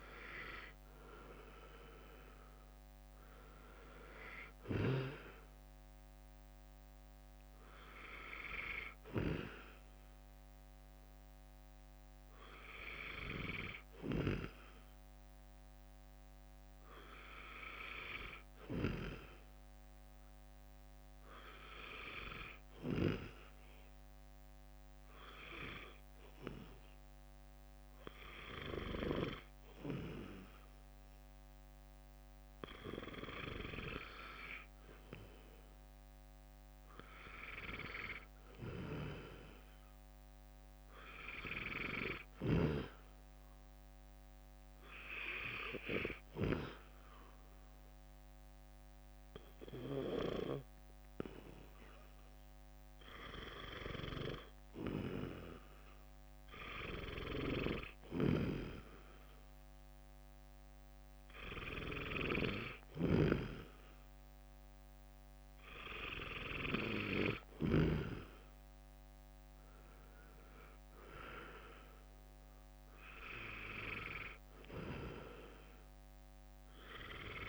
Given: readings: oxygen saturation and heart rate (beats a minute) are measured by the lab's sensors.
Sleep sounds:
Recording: breathing in sleep by a microphone on the trachea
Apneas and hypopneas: 2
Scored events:
0.00-13.00 s: oxygen desaturation (device-marked, oxygen 91% lowest, heart rate 63 extreme)
12.00-15.00 s: arousal
19.00-31.00 s: obstructive apnea (oxygen 95% before, 92% lowest, heart rate 66 before, 64 extreme, up 5 after)
34.00-37.50 s: arousal
37.00-51.00 s: oxygen desaturation (device-marked, oxygen 95% before, 92% lowest, heart rate 66 before, 64 extreme)
45.00-55.50 s: obstructive apnea (oxygen 95% before, 92% lowest, heart rate 67 before, 64 extreme)
59.00-62.00 s: arousal
From the record:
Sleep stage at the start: N2 (light sleep)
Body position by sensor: on the back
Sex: male

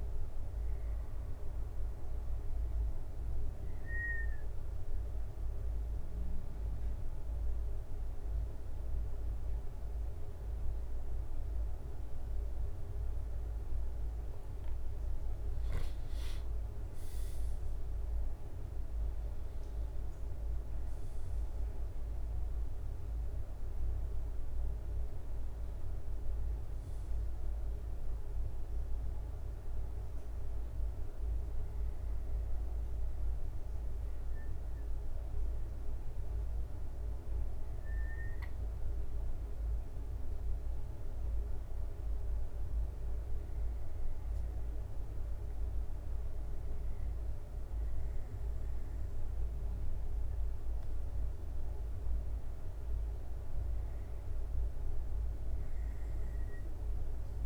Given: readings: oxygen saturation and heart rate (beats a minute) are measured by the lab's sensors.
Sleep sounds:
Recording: breathing in sleep, hard to hear, by a room microphone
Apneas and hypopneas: none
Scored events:
12.50-17.00 s: arousal
From the record:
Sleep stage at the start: N2 (light sleep)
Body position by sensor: on the back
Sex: male

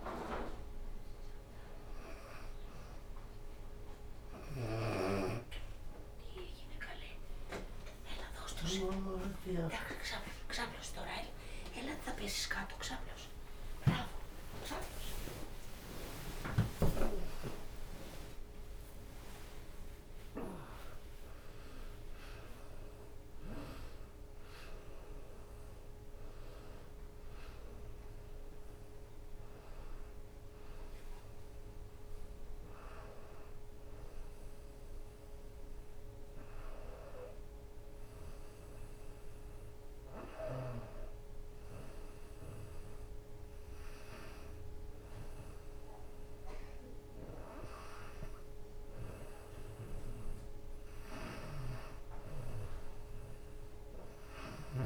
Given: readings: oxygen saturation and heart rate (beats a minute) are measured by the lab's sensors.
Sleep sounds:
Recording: breathing in sleep by a room microphone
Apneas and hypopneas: none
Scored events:
15.00-21.50 s: arousal
17.00-19.00 s: long interval between heartbeats (device-marked, heart rate 94 before, 100 extreme)
23.50-25.50 s: long interval between heartbeats (device-marked, heart rate 92 before, 73 extreme)
26.50-28.50 s: long interval between heartbeats (device-marked, heart rate 90 before, 79 extreme)
37.00-39.00 s: long interval between heartbeats (device-marked, heart rate 81 before, 82 extreme)
54.50-54.86 s: new sleep stage, N2 (light sleep)
From the record:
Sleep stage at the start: N1 (lightest sleep)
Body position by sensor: on the right side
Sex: female

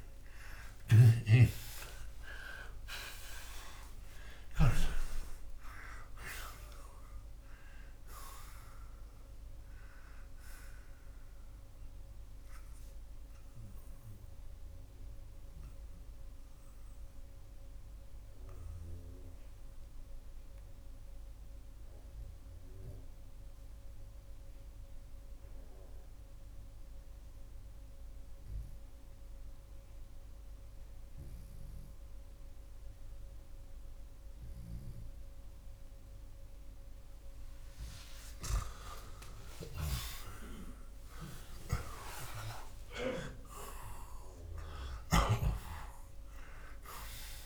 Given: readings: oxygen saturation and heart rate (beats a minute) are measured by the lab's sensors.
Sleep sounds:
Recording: breathing in sleep by a room microphone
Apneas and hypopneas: 1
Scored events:
0.00-2.00 s: arousal
0.00-4.50 s: snoring (device-marked)
13.50-35.50 s: obstructive apnea (oxygen 92% before, 79% lowest, heart rate 127 before, 69 extreme)
25.00-41.00 s: oxygen desaturation (device-marked, oxygen 89% before, 79% lowest, heart rate 92 before, 64 extreme)
39.00-45.00 s: snoring (device-marked)
39.50-45.00 s: arousal
From the record:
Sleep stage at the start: N2 (light sleep)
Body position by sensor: on the back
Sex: male

